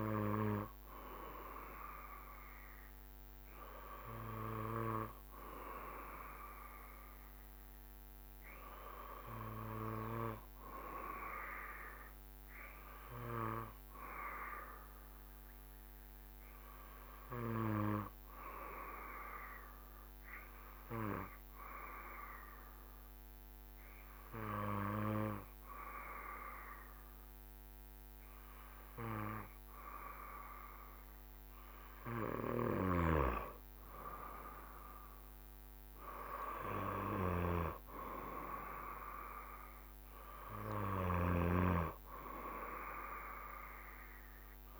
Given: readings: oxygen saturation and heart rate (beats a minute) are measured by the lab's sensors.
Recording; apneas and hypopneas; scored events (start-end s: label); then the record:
breathing in sleep by a microphone on the trachea; 1
9.50-30.50 s: obstructive apnea (oxygen 96% before, 94% lowest, heart rate 69 before, 68 extreme, up 2 after)
34.00-37.50 s: arousal
From the record:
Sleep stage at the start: N2 (light sleep); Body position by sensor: on the back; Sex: male